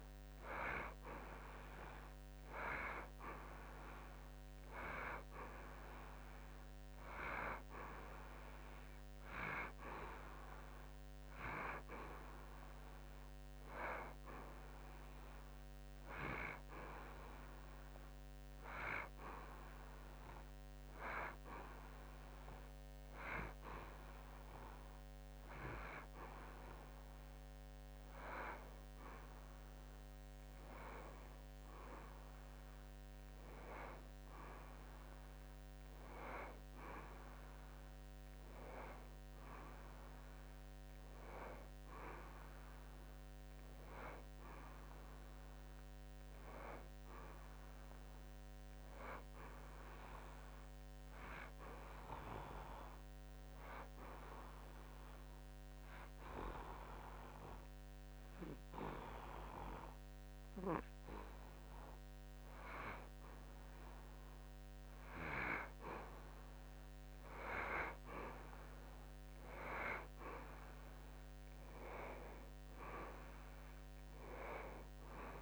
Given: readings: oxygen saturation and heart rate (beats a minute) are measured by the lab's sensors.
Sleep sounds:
breathing in sleep by a microphone on the trachea; 2
13.50-28.00 s: hypopnea (oxygen 96% before, 93% lowest, heart rate 59 before, 57 extreme, up 3 after)
29.00-32.50 s: arousal
51.50-62.50 s: hypopnea (oxygen 95% before, 89% lowest, heart rate 59 before, 52 extreme, up 4 after)
65.50-69.50 s: arousal
From the record:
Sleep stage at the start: N2 (light sleep); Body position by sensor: on the back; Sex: male

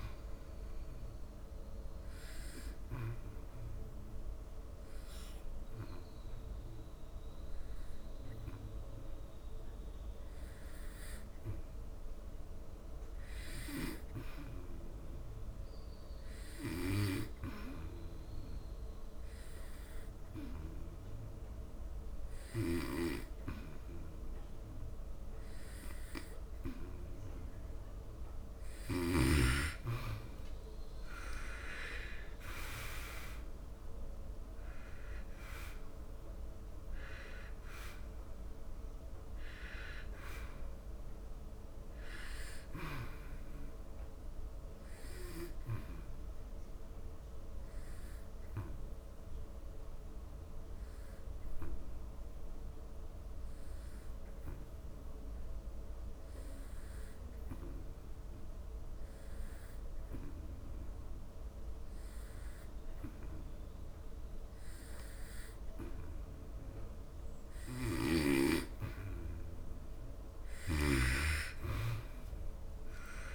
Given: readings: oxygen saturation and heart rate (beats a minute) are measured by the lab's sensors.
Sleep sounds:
breathing in sleep by a room microphone; 2
2.50-30.50 s: hypopnea (oxygen 93% before, 88% lowest, heart rate 84 before, 67 extreme, up 13 after)
22.00-59.00 s: oxygen desaturation (device-marked, oxygen 98% before, 90% lowest, heart rate 78 before, 69 extreme)
32.00-36.50 s: arousal
45.50-69.00 s: obstructive apnea (oxygen 98% before, 88% lowest, heart rate 75 before, 70 extreme, up 10 after)
71.00-73.35 s: arousal
72.00-73.35 s: oxygen desaturation (device-marked, oxygen 99% before, 88% lowest, heart rate 75 before, 71 extreme)
From the record:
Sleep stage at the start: N2 (light sleep); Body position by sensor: on the back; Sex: male

